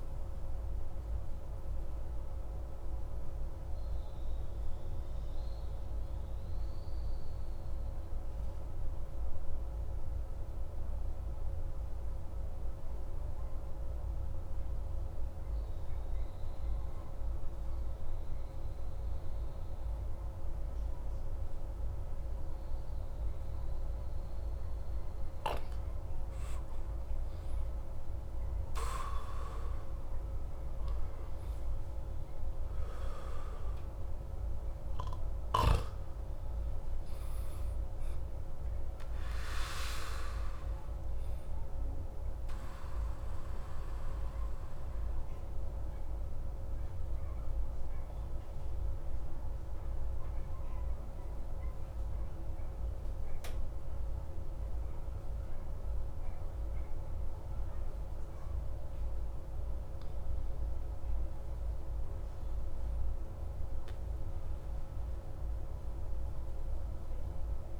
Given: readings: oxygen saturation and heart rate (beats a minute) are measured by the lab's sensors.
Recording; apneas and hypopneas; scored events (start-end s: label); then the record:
breathing in sleep, hard to hear, by a room microphone; 2
0.00-3.00 s: oxygen desaturation (device-marked, oxygen 93% lowest)
1.50-25.00 s: obstructive apnea (oxygen 98% before, 93% lowest)
28.00-33.50 s: arousal
44.50-59.00 s: obstructive apnea (oxygen 97% before, 94% lowest)
60.50-63.50 s: arousal
From the record:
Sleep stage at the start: N2 (light sleep); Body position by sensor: on the back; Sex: male